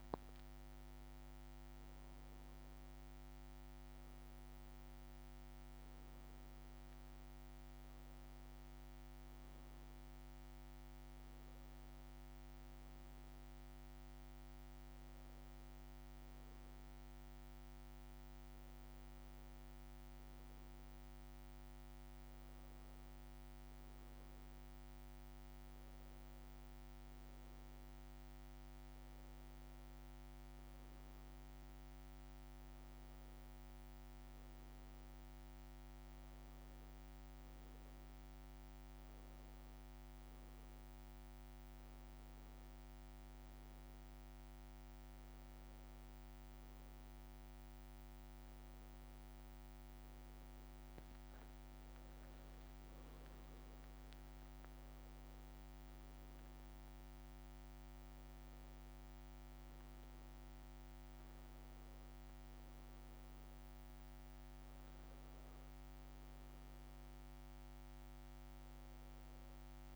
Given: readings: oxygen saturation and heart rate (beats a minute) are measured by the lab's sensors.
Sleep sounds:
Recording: a person awake in a sleep study, hard to hear, by a microphone on the trachea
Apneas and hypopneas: none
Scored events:
none scored
From the record:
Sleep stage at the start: awake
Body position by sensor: on the back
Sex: male

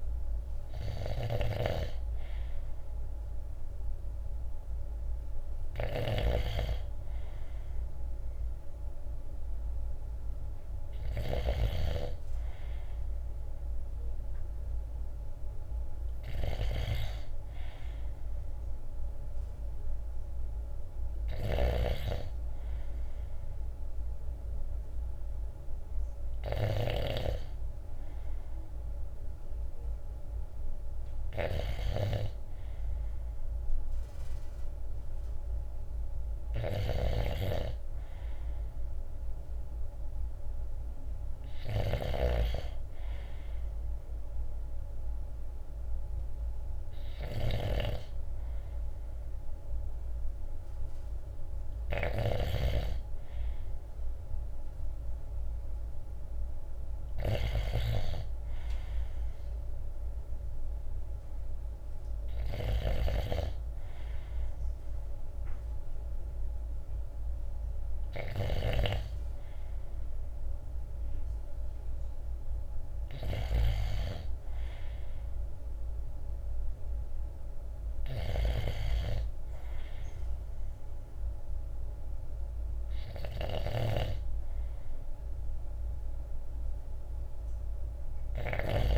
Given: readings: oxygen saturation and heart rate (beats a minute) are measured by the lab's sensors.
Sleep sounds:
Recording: breathing in sleep by a room microphone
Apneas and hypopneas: none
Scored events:
0.00-88.98 s: snoring (device-marked)
From the record:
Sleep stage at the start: N3 (deep sleep)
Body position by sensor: on the right side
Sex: male

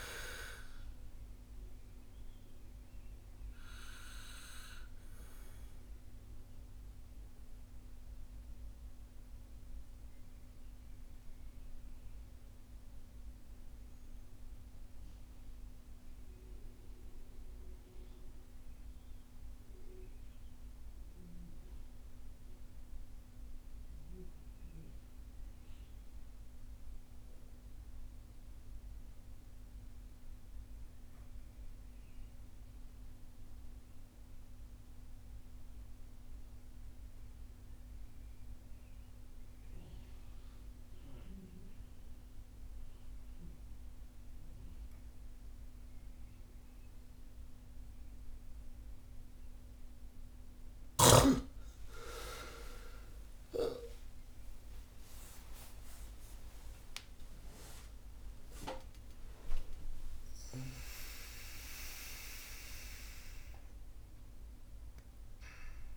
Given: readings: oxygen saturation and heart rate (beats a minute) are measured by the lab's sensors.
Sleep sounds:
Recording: breathing in sleep by a room microphone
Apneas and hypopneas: 1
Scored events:
1.50-21.50 s: oxygen desaturation (device-marked, oxygen 98% before, 84% lowest)
5.00-50.00 s: mixed apnea (oxygen 98% before, 69% lowest)
31.50-65.97 s: oxygen desaturation (device-marked, oxygen 98% before, 85% lowest)
52.00-58.00 s: arousal
From the record:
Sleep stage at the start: N2 (light sleep)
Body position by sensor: on the back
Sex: male

